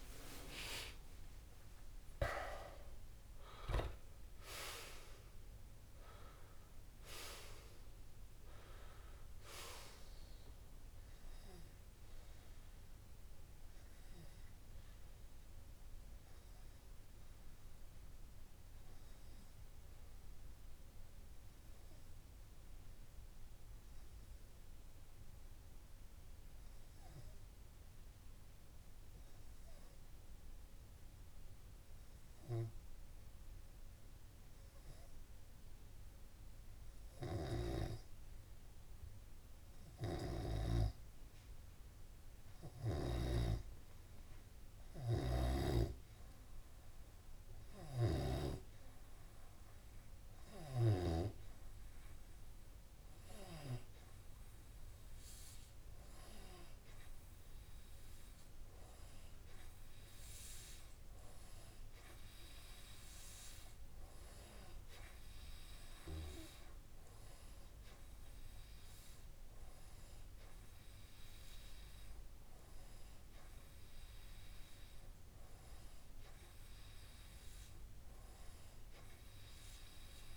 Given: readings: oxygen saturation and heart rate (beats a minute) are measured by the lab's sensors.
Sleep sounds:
breathing in sleep by a room microphone; 1
16.50-40.00 s: obstructive apnea (oxygen 97% before, 93% lowest)
43.50-46.50 s: arousal
54.50-78.50 s: oxygen desaturation (device-marked, oxygen 98% before, 93% lowest)
From the record:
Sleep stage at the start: N2 (light sleep); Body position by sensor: on the back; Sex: male

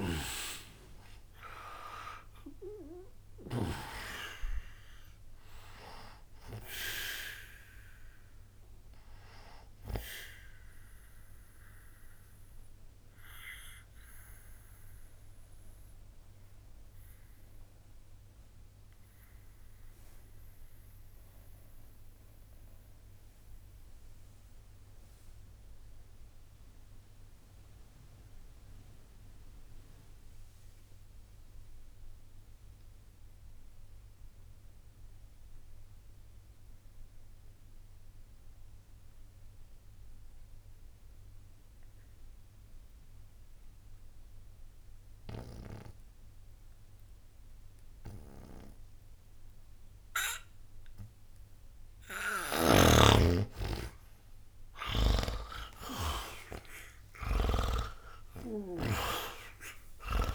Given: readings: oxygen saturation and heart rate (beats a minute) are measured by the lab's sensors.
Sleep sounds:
breathing in sleep by a room microphone; 1
0.00-31.50 s: oxygen desaturation (device-marked, oxygen 79% lowest, heart rate 60 extreme)
12.50-52.00 s: obstructive apnea (oxygen 93% before, 77% lowest, heart rate 94 before, 61 extreme, up 53 after)
50.50-60.35 s: oxygen desaturation (device-marked, oxygen 98% before, 77% lowest, heart rate 62 before, 61 extreme)
56.00-59.50 s: arousal
From the record:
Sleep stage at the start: N2 (light sleep); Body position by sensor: on the back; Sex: male

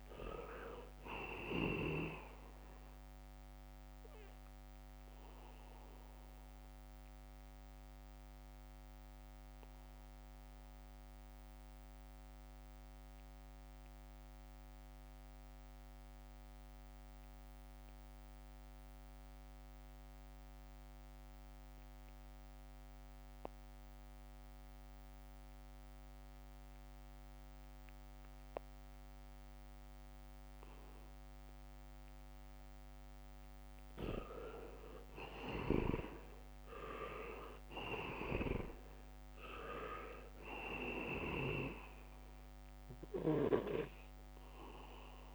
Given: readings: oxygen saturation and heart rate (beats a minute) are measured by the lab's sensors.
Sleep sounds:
breathing in sleep by a microphone on the trachea; 1
0.00-3.00 s: leg movement (device-marked)
0.00-20.00 s: oxygen desaturation (device-marked, oxygen 78% lowest, heart rate 63 extreme)
4.00-32.50 s: mixed apnea (oxygen 99% before, 78% lowest, heart rate 69 before, 66 extreme, up 1 after)
7.00-10.50 s: leg movement (device-marked)
25.00-45.35 s: oxygen desaturation (device-marked, oxygen 99% before, 78% lowest, heart rate 73 before, 66 extreme)
34.00-38.50 s: arousal
From the record:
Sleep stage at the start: N2 (light sleep); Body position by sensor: on the back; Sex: male

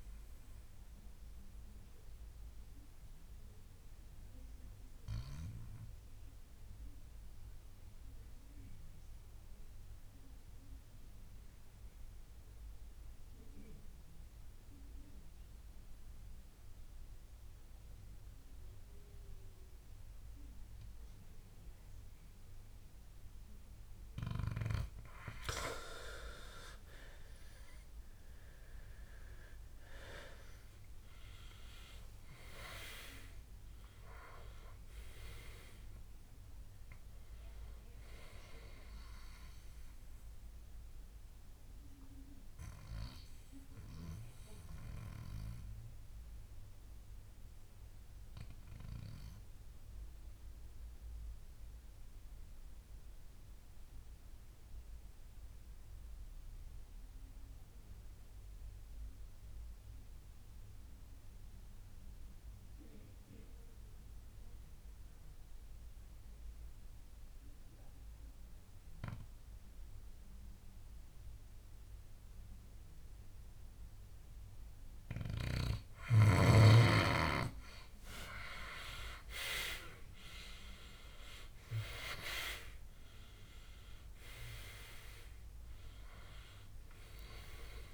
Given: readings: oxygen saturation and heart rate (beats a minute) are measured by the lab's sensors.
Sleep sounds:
breathing in sleep by a room microphone; 2
0.00-6.50 s: oxygen desaturation (device-marked, oxygen 84% lowest, heart rate 60 extreme)
0.50-25.50 s: obstructive apnea (oxygen 92% before, 84% lowest, heart rate 77 before, 60 extreme, up 16 after)
28.00-31.00 s: arousal
28.50-58.50 s: oxygen desaturation (device-marked, oxygen 99% before, 92% lowest, heart rate 63 before, 59 extreme)
40.50-75.00 s: mixed apnea (oxygen 100% before, 89% lowest, heart rate 73 before, 59 extreme, up 20 after)
74.50-87.94 s: oxygen desaturation (device-marked, oxygen 98% before, 89% lowest, heart rate 63 before, 59 extreme)
76.50-79.50 s: arousal
From the record:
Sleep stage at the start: N2 (light sleep); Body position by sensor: on the back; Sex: male

